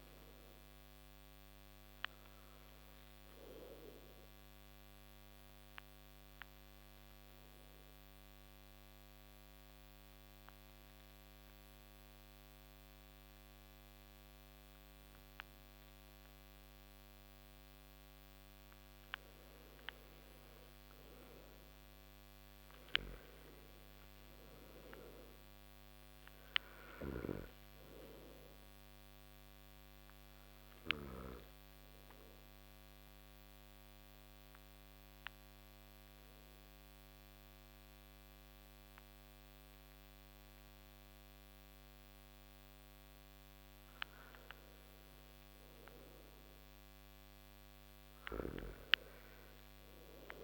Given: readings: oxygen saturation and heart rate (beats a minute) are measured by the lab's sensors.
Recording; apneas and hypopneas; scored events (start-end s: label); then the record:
breathing in sleep by a microphone on the trachea; 2
3.00-18.00 s: obstructive apnea (oxygen 99% before, 91% lowest)
20.50-24.50 s: arousal
28.50-44.50 s: oxygen desaturation (device-marked, oxygen 97% before, 91% lowest)
29.00-42.00 s: obstructive apnea (oxygen 97% before, 91% lowest)
44.00-48.00 s: arousal
From the record:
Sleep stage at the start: N2 (light sleep); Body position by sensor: on the back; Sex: male